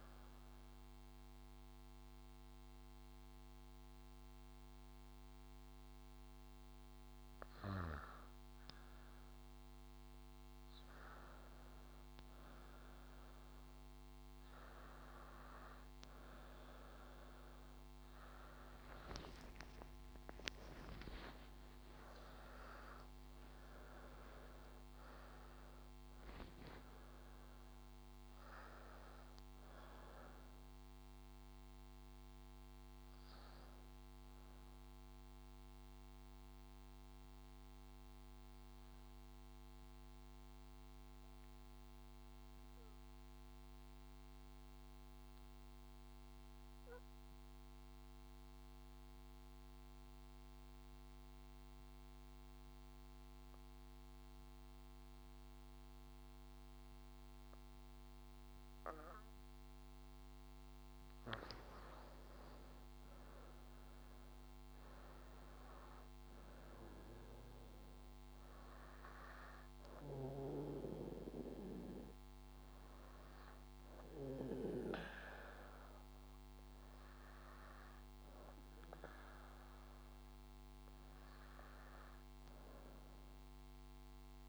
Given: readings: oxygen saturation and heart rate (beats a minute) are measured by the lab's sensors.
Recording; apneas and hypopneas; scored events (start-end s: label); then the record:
a person partly awake in a sleep study, by a microphone on the trachea; 1
9.50-39.50 s: new sleep stage, N1 (lightest sleep)
12.50-25.50 s: oxygen desaturation (device-marked, oxygen 99% before, 95% lowest, heart rate 89 before, 64 extreme)
37.00-61.00 s: central apnea (oxygen 99% before, 89% lowest, heart rate 83 before, 64 extreme, up 12 after)
39.50-84.48 s: new sleep stage, N2 (light sleep)
53.50-79.50 s: oxygen desaturation (device-marked, oxygen 98% before, 89% lowest, heart rate 69 before, 64 extreme)
63.00-66.50 s: arousal
From the record:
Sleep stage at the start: awake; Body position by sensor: on the back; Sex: female